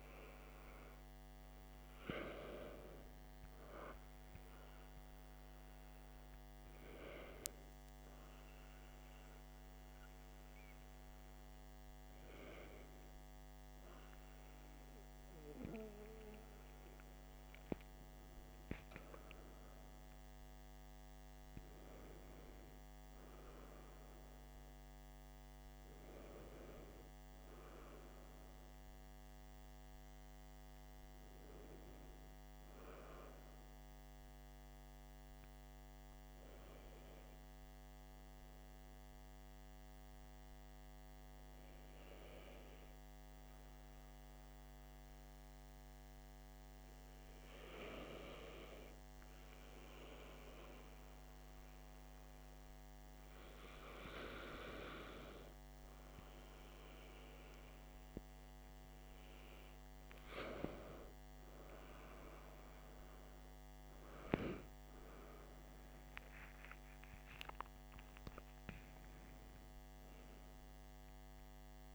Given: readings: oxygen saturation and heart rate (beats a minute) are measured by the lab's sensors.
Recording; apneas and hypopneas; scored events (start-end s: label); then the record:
breathing in sleep by a microphone on the trachea; 1
23.50-71.95 s: new sleep stage, N2 (light sleep)
35.50-57.50 s: hypopnea (oxygen 95% before, 93% lowest, heart rate 57 before, 51 extreme, up 5 after)
59.50-64.00 s: arousal
From the record:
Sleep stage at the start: N1 (lightest sleep); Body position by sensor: on the back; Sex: male